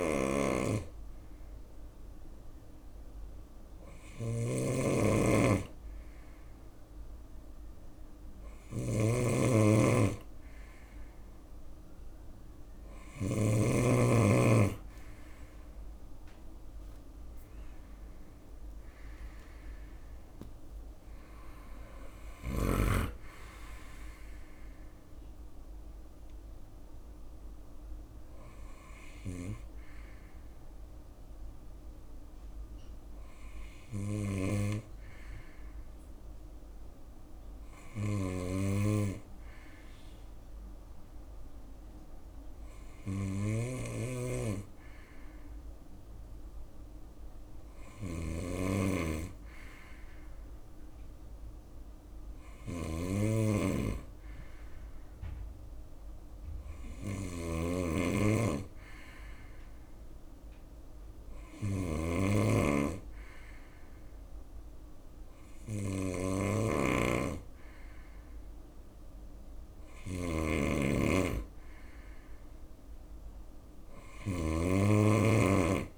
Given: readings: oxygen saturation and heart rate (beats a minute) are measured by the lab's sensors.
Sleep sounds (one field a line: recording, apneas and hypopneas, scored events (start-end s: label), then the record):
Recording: breathing in sleep by a room microphone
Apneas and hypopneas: none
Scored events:
0.00-13.00 s: snoring (device-marked)
4.50-6.50 s: long interval between heartbeats (device-marked, heart rate 84 before, 85 extreme)
6.50-75.97 s: new sleep stage, N2 (light sleep)
16.00-18.00 s: long interval between heartbeats (device-marked, heart rate 86 before, 83 extreme)
17.00-21.50 s: arousal
21.50-33.50 s: drop in pulse transit time (device-marked, heart rate 84 before, 73 extreme)
22.00-24.00 s: long interval between heartbeats (device-marked, heart rate 84 before, 87 extreme)
42.50-75.97 s: snoring (device-marked)
From the record:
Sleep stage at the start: N3 (deep sleep)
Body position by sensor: on the right side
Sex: male